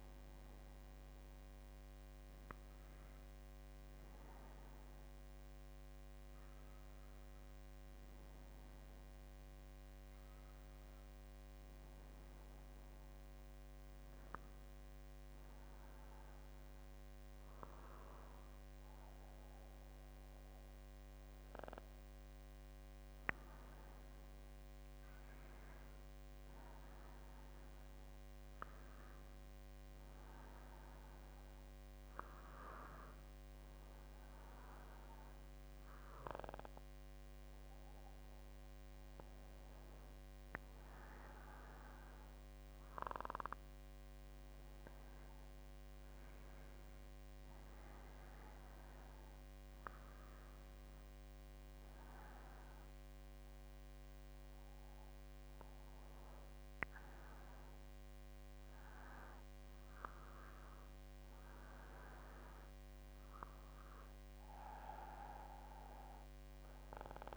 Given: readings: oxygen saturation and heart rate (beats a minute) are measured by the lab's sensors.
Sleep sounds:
breathing in sleep by a microphone on the trachea; none
33.00-67.37 s: new sleep stage, N2 (light sleep)
From the record:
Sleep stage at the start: N1 (lightest sleep); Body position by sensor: on the back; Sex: female

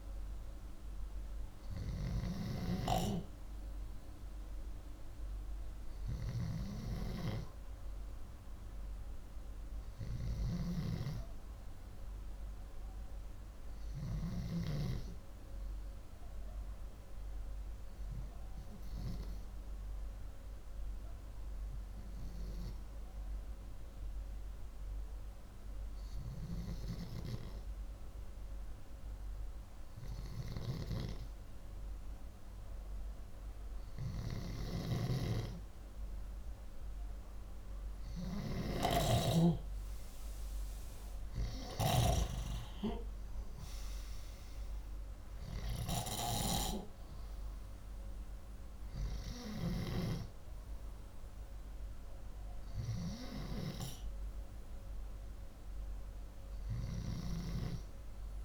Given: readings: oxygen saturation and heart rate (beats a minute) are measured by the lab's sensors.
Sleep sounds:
breathing in sleep by a room microphone; 1
0.00-2.00 s: snoring (device-marked)
10.00-14.00 s: snoring (device-marked)
19.50-32.50 s: hypopnea (oxygen 96% before, 93% lowest, heart rate 96 before, 117 extreme, up 40 after)
34.00-41.50 s: snoring (device-marked)
38.00-41.50 s: arousal
From the record:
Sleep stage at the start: N2 (light sleep); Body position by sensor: upright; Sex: male

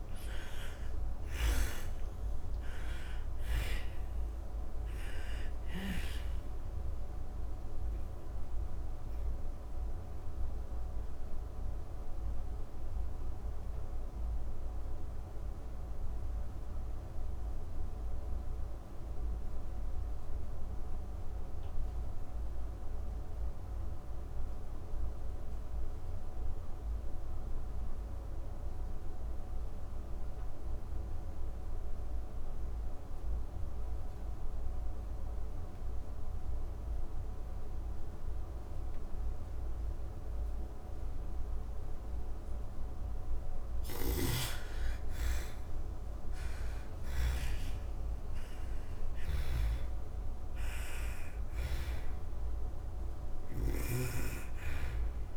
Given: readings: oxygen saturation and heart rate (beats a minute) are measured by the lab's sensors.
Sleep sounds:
breathing in sleep by a room microphone; 1
0.00-1.00 s: arousal
0.00-5.00 s: snoring (device-marked)
0.00-28.50 s: oxygen desaturation (device-marked, oxygen 77% lowest)
7.50-41.00 s: obstructive apnea (oxygen 99% before, 77% lowest)
36.50-55.37 s: oxygen desaturation (device-marked, oxygen 99% before, 78% lowest)
42.50-46.00 s: snoring (device-marked)
43.00-47.00 s: arousal
48.00-52.50 s: snoring (device-marked)
From the record:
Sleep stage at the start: N2 (light sleep); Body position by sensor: on the back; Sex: female

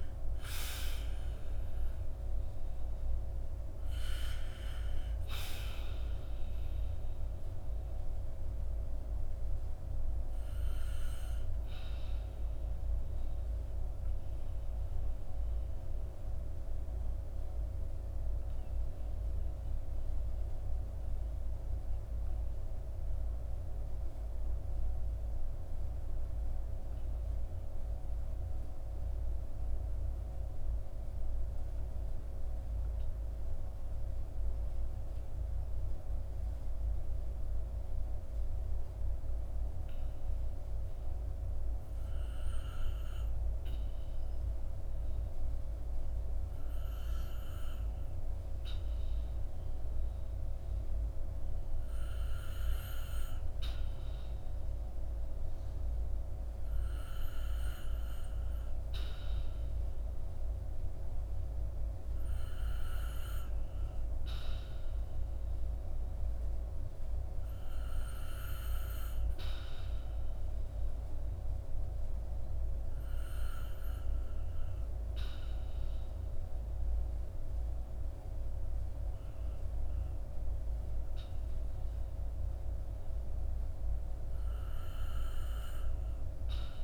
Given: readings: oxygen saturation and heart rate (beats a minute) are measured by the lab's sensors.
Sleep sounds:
breathing in sleep, hard to hear, by a room microphone; 1
0.00-30.00 s: oxygen desaturation (device-marked, oxygen 79% lowest, heart rate 50 extreme)
12.00-46.50 s: obstructive apnea (oxygen 92% before, 79% lowest, heart rate 64 before, 48 extreme, up 9 after)
46.00-85.00 s: oxygen desaturation (device-marked, oxygen 97% before, 86% lowest, heart rate 56 before, 48 extreme)
47.00-86.84 s: new sleep stage, REM sleep
From the record:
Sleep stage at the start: N2 (light sleep); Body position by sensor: on the back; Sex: male

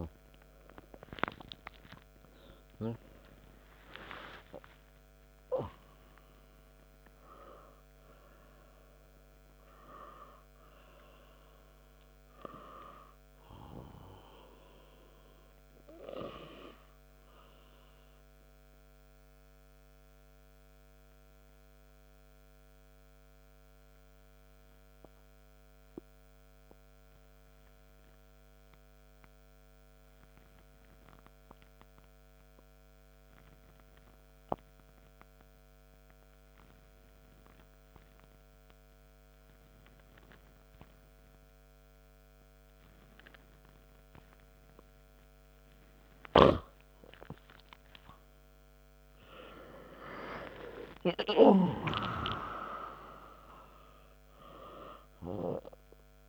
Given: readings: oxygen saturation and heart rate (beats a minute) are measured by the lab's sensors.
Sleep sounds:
breathing in sleep by a microphone on the trachea; 1
0.00-4.50 s: oxygen desaturation (device-marked, oxygen 91% lowest, heart rate 74 extreme)
7.00-11.50 s: arousal
20.00-46.00 s: obstructive apnea (oxygen 98% before, 96% lowest, heart rate 81 before, 63 extreme, up 8 after)
48.00-52.00 s: arousal
From the record:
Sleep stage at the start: N2 (light sleep); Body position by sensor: on the back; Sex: male

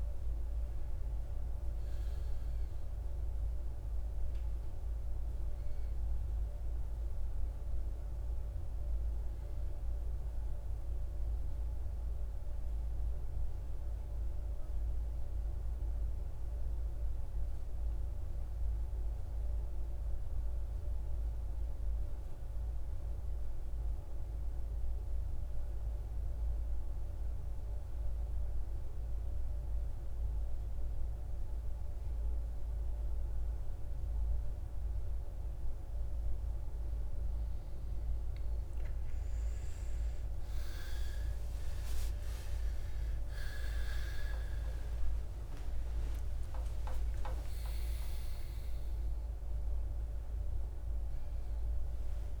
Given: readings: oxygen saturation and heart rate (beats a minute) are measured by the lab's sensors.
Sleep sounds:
breathing in sleep, hard to hear, by a room microphone; 1
0.00-18.50 s: oxygen desaturation (device-marked, oxygen 88% lowest, heart rate 53 extreme)
14.50-37.50 s: central apnea (oxygen 97% before, 87% lowest, heart rate 64 before, 53 extreme, up 19 after)
35.50-52.40 s: oxygen desaturation (device-marked, oxygen 97% before, 87% lowest, heart rate 54 before, 53 extreme)
38.50-42.50 s: arousal
From the record:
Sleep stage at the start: N2 (light sleep); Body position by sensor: on the right side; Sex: male

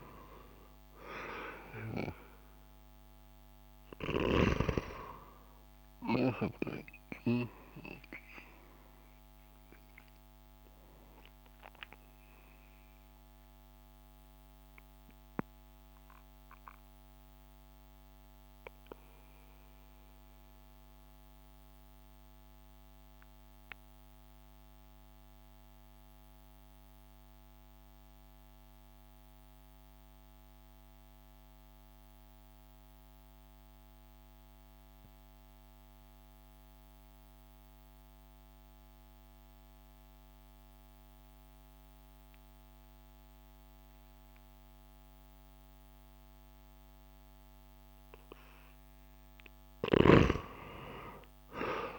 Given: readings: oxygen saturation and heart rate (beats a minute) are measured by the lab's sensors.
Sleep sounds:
breathing in sleep by a microphone on the trachea; 1
0.00-22.50 s: oxygen desaturation (device-marked, oxygen 87% lowest)
13.50-47.50 s: mixed apnea (oxygen 94% before, 87% lowest)
50.50-51.99 s: arousal
From the record:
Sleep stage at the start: N2 (light sleep); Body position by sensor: on the back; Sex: male

